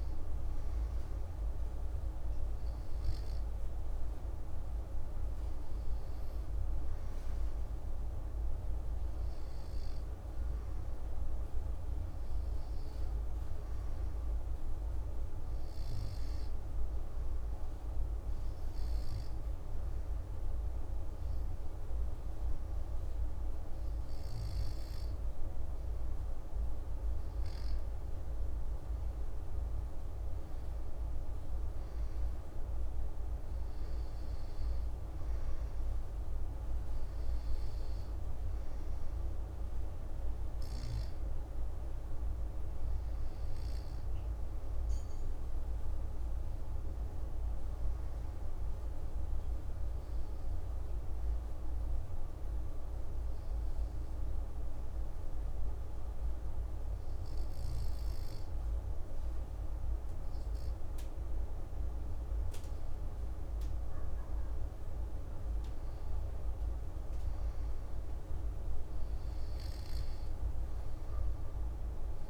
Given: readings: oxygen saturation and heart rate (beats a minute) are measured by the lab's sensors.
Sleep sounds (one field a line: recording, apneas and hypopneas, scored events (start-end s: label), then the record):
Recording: breathing in sleep, hard to hear, by a room microphone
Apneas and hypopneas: 2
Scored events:
12.50-28.00 s: hypopnea (oxygen 97% before, 94% lowest)
29.00-32.50 s: arousal
48.50-62.00 s: obstructive apnea (oxygen 96% before, 94% lowest)
63.50-67.50 s: arousal
From the record:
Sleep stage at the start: N2 (light sleep)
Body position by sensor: on the back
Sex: male